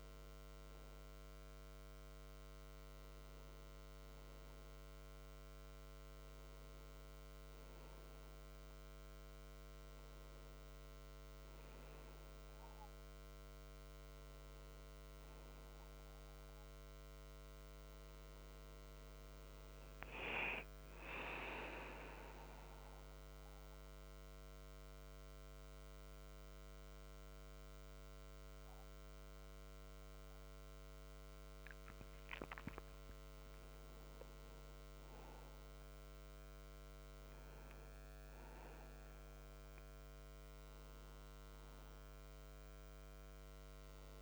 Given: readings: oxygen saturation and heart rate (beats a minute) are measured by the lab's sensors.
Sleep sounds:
a person awake in a sleep study, by a microphone on the trachea; none
none scored
From the record:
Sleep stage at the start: awake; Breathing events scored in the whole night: 114 in 3.4 hours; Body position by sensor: on the back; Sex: male

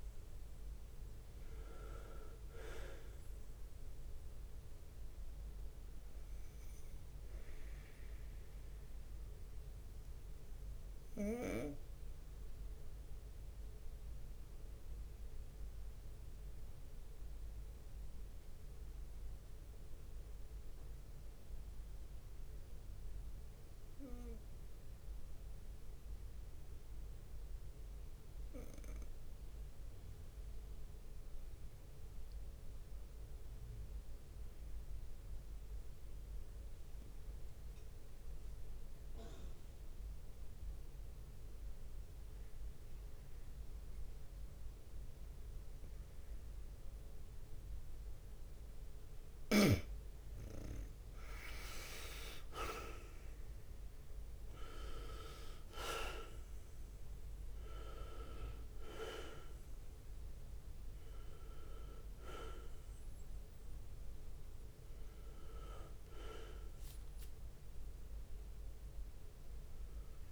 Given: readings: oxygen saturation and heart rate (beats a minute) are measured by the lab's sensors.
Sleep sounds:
breathing in sleep by a room microphone; 1
0.00-1.00 s: long interval between heartbeats (device-marked)
0.00-20.00 s: oxygen desaturation (device-marked, oxygen 91% lowest)
0.00-70.32 s: bradycardia (device-marked)
9.50-48.50 s: obstructive apnea (oxygen 97% before, 90% lowest)
18.00-20.00 s: long interval between heartbeats (device-marked)
28.00-30.00 s: long interval between heartbeats (device-marked)
36.00-70.32 s: oxygen desaturation (device-marked, oxygen 99% before, 90% lowest)
37.00-39.00 s: long interval between heartbeats (device-marked)
43.50-45.00 s: leg movement (device-marked)
45.50-49.00 s: leg movement (device-marked)
46.50-48.50 s: long interval between heartbeats (device-marked)
51.50-56.50 s: arousal
56.00-58.00 s: long interval between heartbeats (device-marked)
65.50-67.50 s: long interval between heartbeats (device-marked)
From the record:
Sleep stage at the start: N2 (light sleep); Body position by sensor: on the right side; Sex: male

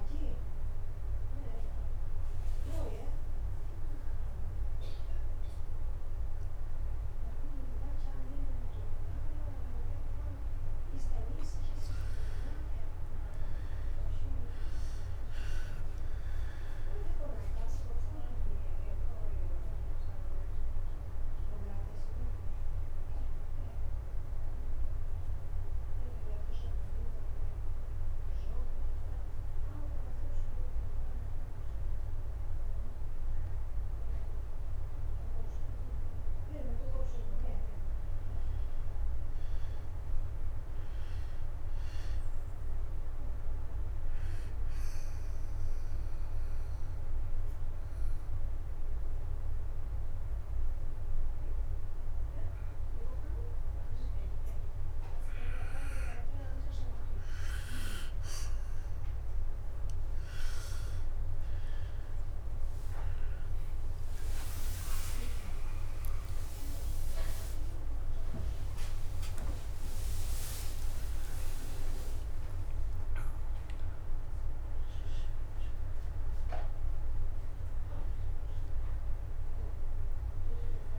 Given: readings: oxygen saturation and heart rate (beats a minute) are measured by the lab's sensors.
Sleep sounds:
breathing in sleep, hard to hear, by a room microphone; 3
0.50-11.50 s: obstructive apnea (oxygen 98% before, 85% lowest)
12.50-16.50 s: arousal
15.50-39.50 s: oxygen desaturation (device-marked, oxygen 96% before, 85% lowest)
24.50-38.00 s: mixed apnea (oxygen 98% before, 85% lowest)
39.00-42.00 s: arousal
41.50-56.50 s: oxygen desaturation (device-marked, oxygen 99% before, 89% lowest)
45.50-57.00 s: mixed apnea (oxygen 99% before, 88% lowest, heart rate 84 before, 44 extreme)
57.50-80.99 s: new sleep stage, N1 (lightest sleep)
61.50-80.99 s: oxygen desaturation (device-marked, oxygen 97% before, 88% lowest, heart rate 109 before, 127 extreme)
66.00-70.50 s: arousal
From the record:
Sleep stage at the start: N2 (light sleep); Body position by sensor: on the back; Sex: male

